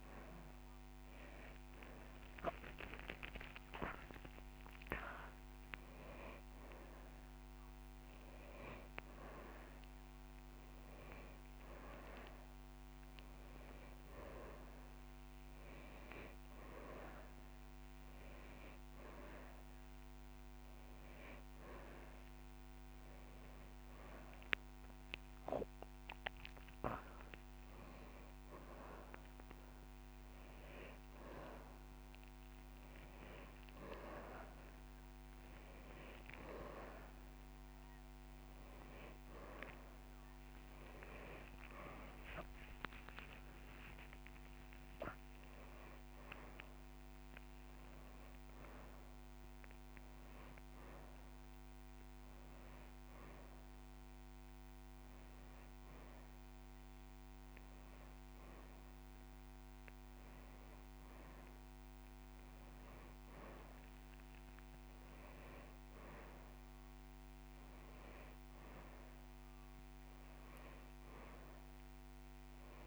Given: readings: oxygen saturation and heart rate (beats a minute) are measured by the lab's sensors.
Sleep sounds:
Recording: breathing in sleep by a microphone on the trachea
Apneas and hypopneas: none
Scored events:
7.50-9.50 s: long interval between heartbeats (device-marked)
8.00-11.00 s: drop in pulse transit time (device-marked)
25.50-30.00 s: arousal
26.50-28.50 s: long interval between heartbeats (device-marked)
27.00-32.00 s: drop in pulse transit time (device-marked)
38.50-40.50 s: long interval between heartbeats (device-marked)
56.50-58.50 s: long interval between heartbeats (device-marked)
From the record:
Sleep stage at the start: N2 (light sleep)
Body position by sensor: on the back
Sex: male

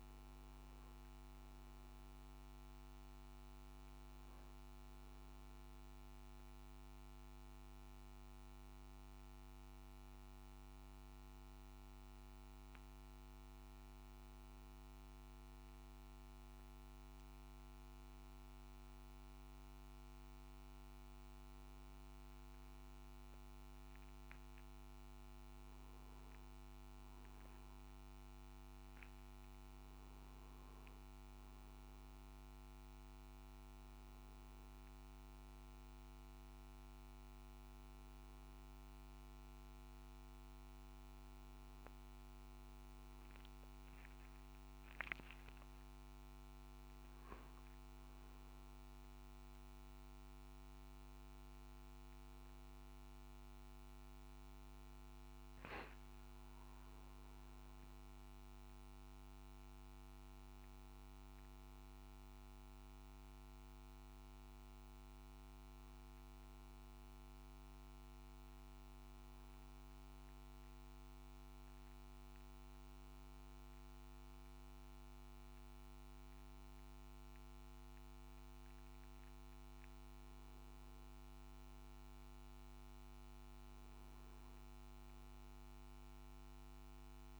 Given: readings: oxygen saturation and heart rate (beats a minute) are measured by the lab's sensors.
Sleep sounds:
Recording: breathing in sleep, hard to hear, by a microphone on the trachea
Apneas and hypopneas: none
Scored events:
42.50-46.50 s: arousal
87.00-87.40 s: new sleep stage, awake
From the record:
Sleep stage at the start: N2 (light sleep)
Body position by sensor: on the back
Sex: male

